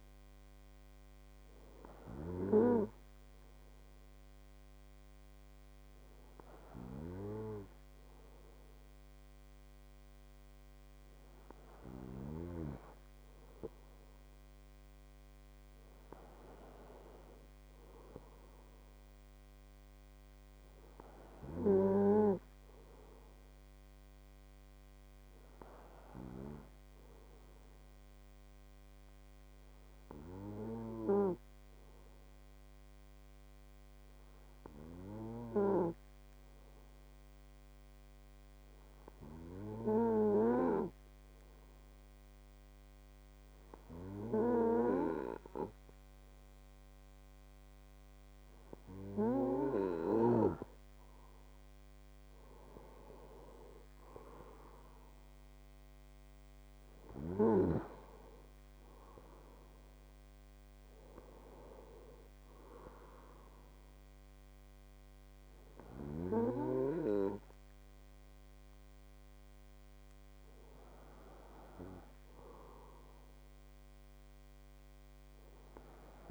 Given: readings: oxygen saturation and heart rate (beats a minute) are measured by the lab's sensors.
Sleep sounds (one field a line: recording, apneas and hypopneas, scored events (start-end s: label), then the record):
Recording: breathing in sleep by a microphone on the trachea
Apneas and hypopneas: 1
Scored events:
28.00-49.50 s: hypopnea (oxygen 97% before, 95% lowest)
51.50-54.50 s: arousal
From the record:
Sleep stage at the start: N2 (light sleep)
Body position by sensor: on the right side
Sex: male